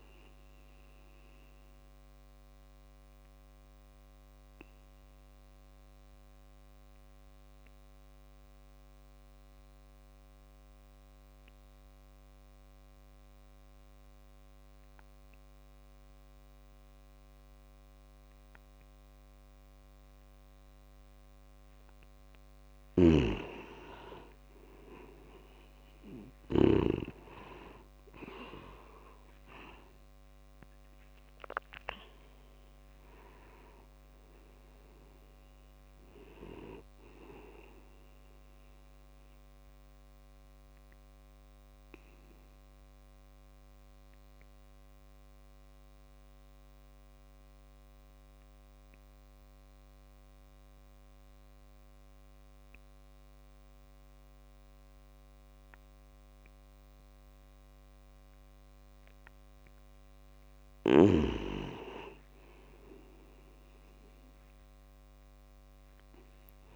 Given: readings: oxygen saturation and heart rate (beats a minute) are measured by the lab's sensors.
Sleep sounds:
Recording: breathing in sleep by a microphone on the trachea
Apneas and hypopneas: 2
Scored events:
0.00-2.50 s: oxygen desaturation (device-marked, oxygen 88% lowest)
1.00-23.00 s: obstructive apnea (oxygen 97% before, 89% lowest)
21.50-53.50 s: oxygen desaturation (device-marked, oxygen 98% before, 89% lowest)
22.50-27.00 s: snoring (device-marked)
27.00-32.00 s: arousal
39.00-59.50 s: obstructive apnea (oxygen 98% before, 89% lowest)
From the record:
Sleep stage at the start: N2 (light sleep)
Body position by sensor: on the back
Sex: male

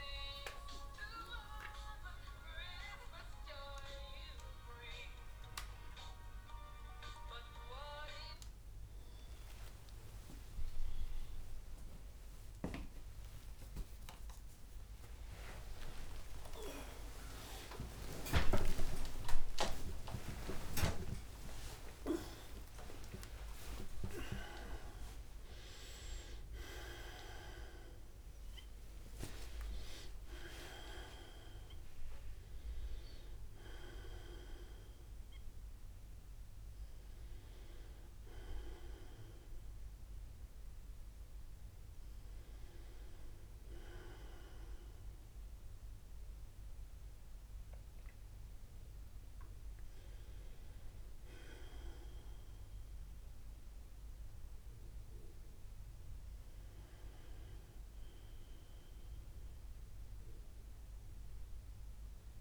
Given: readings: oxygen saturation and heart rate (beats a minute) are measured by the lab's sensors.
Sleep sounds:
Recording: a person partly awake in a sleep study, by a room microphone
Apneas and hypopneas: none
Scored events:
0.00-1.00 s: long interval between heartbeats (device-marked, heart rate 93 extreme)
11.00-13.00 s: long interval between heartbeats (device-marked, heart rate 106 before, 86 extreme)
14.00-16.00 s: long interval between heartbeats (device-marked, heart rate 93 before, 97 extreme)
19.50-21.50 s: long interval between heartbeats (device-marked, heart rate 93 before, 130 extreme)
22.00-24.00 s: long interval between heartbeats (device-marked, heart rate 98 before, 122 extreme)
24.00-26.00 s: long interval between heartbeats (device-marked, heart rate 101 before, 130 extreme)
24.00-62.41 s: new sleep stage, N1 (lightest sleep)
30.00-32.00 s: long interval between heartbeats (device-marked, heart rate 117 before, 38 extreme)
From the record:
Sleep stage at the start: awake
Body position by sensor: on the right side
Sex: male

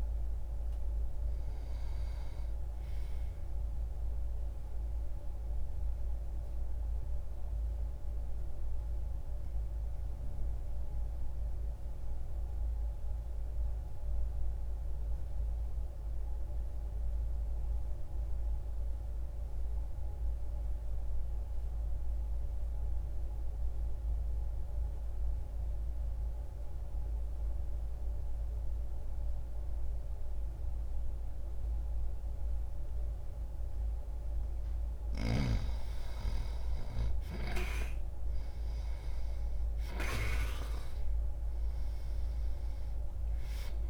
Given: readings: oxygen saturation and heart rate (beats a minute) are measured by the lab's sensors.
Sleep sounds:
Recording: breathing in sleep by a room microphone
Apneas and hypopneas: 1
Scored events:
0.00-20.00 s: oxygen desaturation (device-marked, oxygen 84% lowest)
4.50-34.00 s: obstructive apnea (oxygen 99% before, 82% lowest)
28.00-43.90 s: oxygen desaturation (device-marked, oxygen 98% before, 82% lowest)
36.50-41.50 s: arousal
From the record:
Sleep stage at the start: N2 (light sleep)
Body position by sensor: on the back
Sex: male

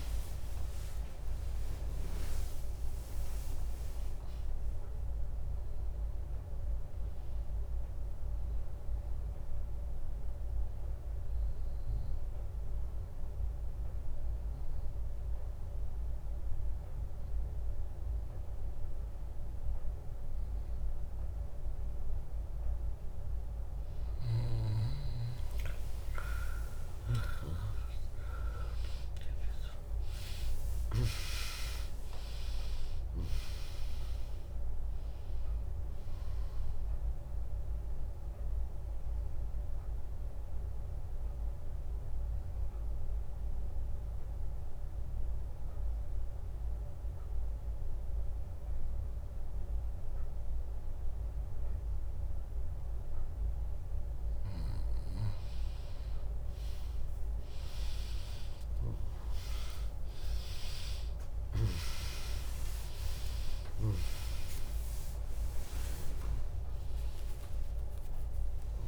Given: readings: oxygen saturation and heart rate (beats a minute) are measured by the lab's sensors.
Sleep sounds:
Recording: breathing in sleep by a room microphone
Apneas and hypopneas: 2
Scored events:
0.00-1.00 s: long interval between heartbeats (device-marked, heart rate 109 extreme)
0.00-1.00 s: tachycardia (device-marked, heart rate 111 extreme)
0.00-9.00 s: drop in pulse transit time (device-marked, heart rate 70 extreme)
0.00-12.00 s: oxygen desaturation (device-marked, oxygen 96% lowest, heart rate 58 extreme)
8.00-20.50 s: obstructive apnea (oxygen 100% before, 95% lowest, heart rate 83 before, 58 extreme, up 3 after)
24.00-26.00 s: bradycardia (device-marked, heart rate 73 before, 63 extreme)
25.00-29.00 s: arousal
29.00-40.00 s: drop in pulse transit time (device-marked, heart rate 72 before, 61 extreme)
29.00-50.00 s: oxygen desaturation (device-marked, oxygen 100% before, 95% lowest, heart rate 72 before, 62 extreme)
39.00-53.00 s: obstructive apnea (oxygen 100% before, 95% lowest, heart rate 72 before, 62 extreme, up 0 after)
61.00-68.88 s: oxygen desaturation (device-marked, oxygen 100% before, 96% lowest, heart rate 64 before, 59 extreme)
62.00-68.88 s: drop in pulse transit time (device-marked, heart rate 64 before, 68 extreme)
63.00-68.00 s: tachycardia (device-marked, heart rate 72 before, 108 extreme)
65.50-67.50 s: long interval between heartbeats (device-marked, heart rate 66 before, 98 extreme)
66.00-68.88 s: arousal
From the record:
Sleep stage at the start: N2 (light sleep)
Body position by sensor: on the back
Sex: female

